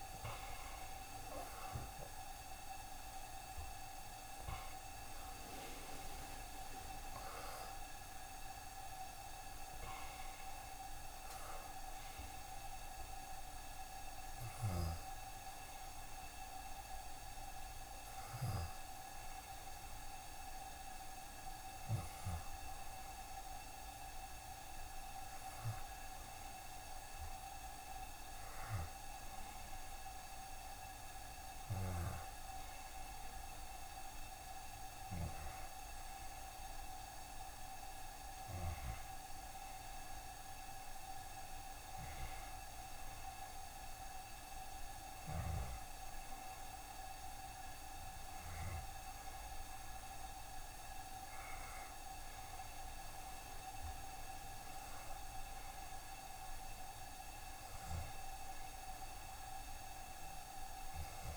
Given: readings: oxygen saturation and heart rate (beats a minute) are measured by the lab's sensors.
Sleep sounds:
breathing in sleep, hard to hear, by a room microphone; 1
0.00-4.50 s: oxygen desaturation (device-marked, oxygen 86% lowest, heart rate 70 extreme)
12.00-16.00 s: arousal
19.50-56.50 s: hypopnea (oxygen 90% before, 88% lowest, heart rate 73 before, 69 extreme, up 1 after)
58.50-61.37 s: arousal
From the record:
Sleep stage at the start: N1 (lightest sleep); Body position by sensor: on the back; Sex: male

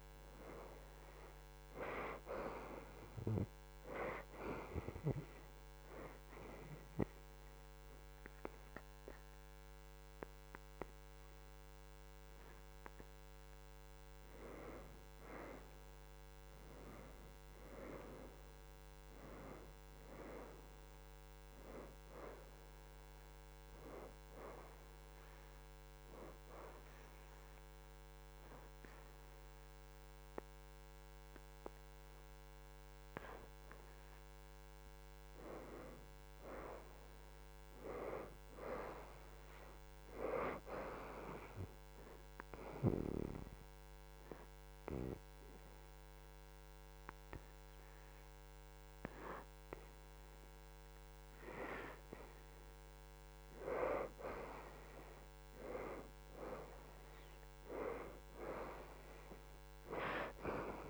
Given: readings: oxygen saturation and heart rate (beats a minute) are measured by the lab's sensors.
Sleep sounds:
breathing in sleep by a microphone on the trachea; 3
0.00-20.00 s: oxygen desaturation (device-marked, oxygen 76% lowest, heart rate 54 extreme)
4.50-14.50 s: obstructive apnea (oxygen 91% before, 70% lowest, heart rate 77 before, 54 extreme, up 3 after)
6.00-60.90 s: new sleep stage, N2 (light sleep)
17.00-21.50 s: arousal
25.00-36.00 s: hypopnea (oxygen 87% before, 70% lowest, heart rate 80 before, 54 extreme, up 19 after)
29.00-43.00 s: oxygen desaturation (device-marked, oxygen 84% before, 73% lowest, heart rate 80 before, 54 extreme)
36.50-40.00 s: arousal
42.00-52.50 s: obstructive apnea (oxygen 84% before, 70% lowest, heart rate 71 before, 73 extreme, up 3 after)
45.00-58.00 s: oxygen desaturation (device-marked, oxygen 87% before, 77% lowest, heart rate 70 before, 73 extreme)
56.50-60.90 s: arousal
From the record:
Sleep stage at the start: N1 (lightest sleep); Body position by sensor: on the back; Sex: female

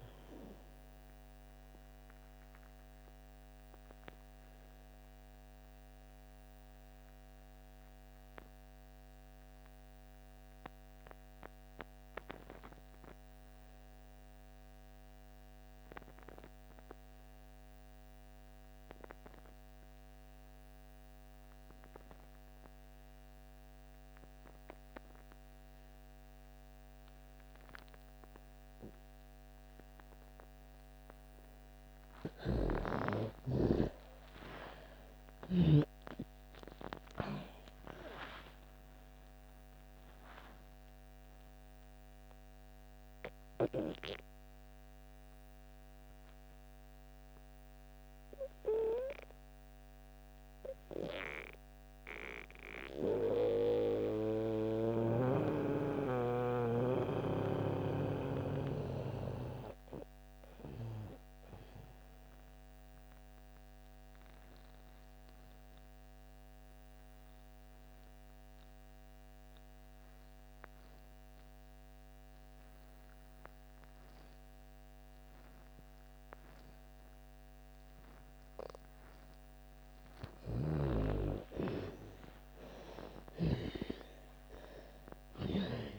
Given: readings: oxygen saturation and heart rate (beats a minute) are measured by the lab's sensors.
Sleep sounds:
breathing in sleep by a microphone on the trachea; 2
0.00-19.50 s: oxygen desaturation (device-marked, oxygen 76% lowest)
1.00-31.00 s: mixed apnea (oxygen 95% before, 76% lowest)
21.50-64.50 s: oxygen desaturation (device-marked, oxygen 99% before, 78% lowest)
32.50-37.00 s: arousal
39.50-78.50 s: obstructive apnea (oxygen 99% before, 78% lowest)
78.50-85.99 s: oxygen desaturation (device-marked, oxygen 99% before, 80% lowest)
80.50-85.50 s: arousal
From the record:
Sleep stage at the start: N2 (light sleep); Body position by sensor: on the back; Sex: female

